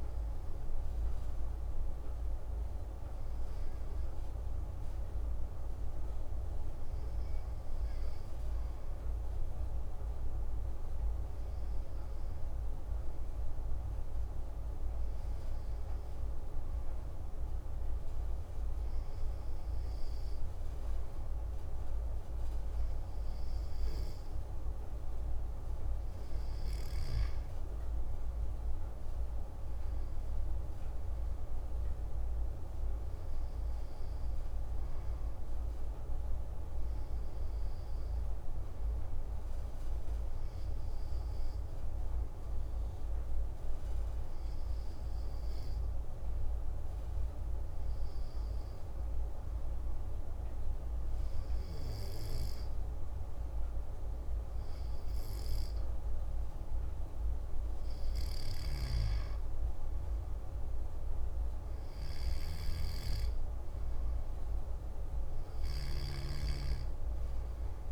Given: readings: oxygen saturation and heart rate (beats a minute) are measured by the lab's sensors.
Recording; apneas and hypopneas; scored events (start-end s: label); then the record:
breathing in sleep, hard to hear, by a room microphone; 2
9.00-24.00 s: obstructive apnea (oxygen 95% before, 94% lowest, heart rate 94 before, 57 extreme)
26.00-30.00 s: arousal
40.00-56.00 s: obstructive apnea (oxygen 96% before, 93% lowest, heart rate 133 before, 71 extreme, up 57 after)
58.00-61.50 s: arousal
From the record:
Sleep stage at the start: N2 (light sleep); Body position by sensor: on the back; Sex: male